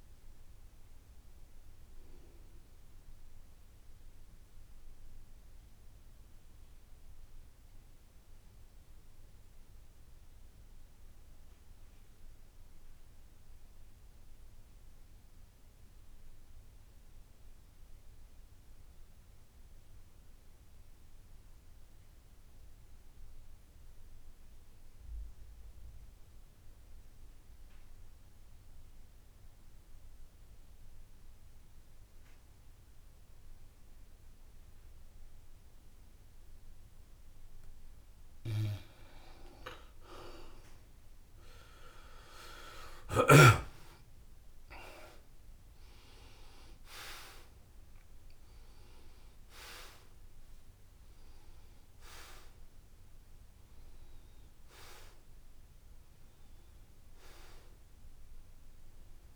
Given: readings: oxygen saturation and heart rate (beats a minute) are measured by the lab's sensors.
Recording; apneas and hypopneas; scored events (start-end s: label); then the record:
breathing in sleep by a room microphone; 1
0.00-8.00 s: oxygen desaturation (device-marked, oxygen 84% lowest, heart rate 67 extreme)
3.50-38.00 s: obstructive apnea (oxygen 95% before, 82% lowest, heart rate 73 before, 68 extreme, up 6 after)
26.00-59.36 s: oxygen desaturation (device-marked, oxygen 95% before, 82% lowest, heart rate 69 before, 67 extreme)
40.50-44.00 s: arousal
From the record:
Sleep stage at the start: N2 (light sleep); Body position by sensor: on the back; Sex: male